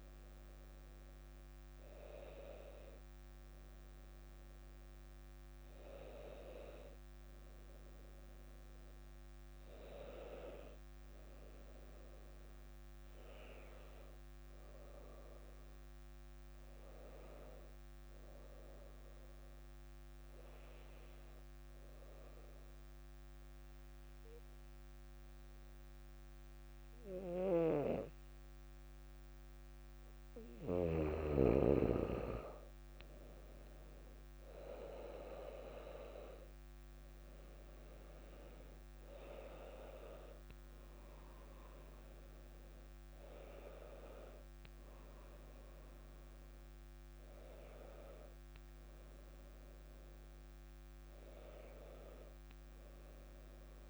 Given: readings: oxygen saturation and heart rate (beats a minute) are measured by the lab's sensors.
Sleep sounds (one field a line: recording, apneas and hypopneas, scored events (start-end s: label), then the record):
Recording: breathing in sleep by a microphone on the trachea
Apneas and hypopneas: 1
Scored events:
0.00-13.50 s: oxygen desaturation (device-marked, oxygen 95% lowest, heart rate 58 extreme)
20.50-31.00 s: obstructive apnea (oxygen 99% before, 93% lowest, heart rate 59 before, 57 extreme, up 4 after)
34.50-39.00 s: arousal
37.50-53.90 s: oxygen desaturation (device-marked, oxygen 98% before, 93% lowest, heart rate 58 before, 57 extreme)
From the record:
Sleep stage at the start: N2 (light sleep)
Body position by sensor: on the back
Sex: female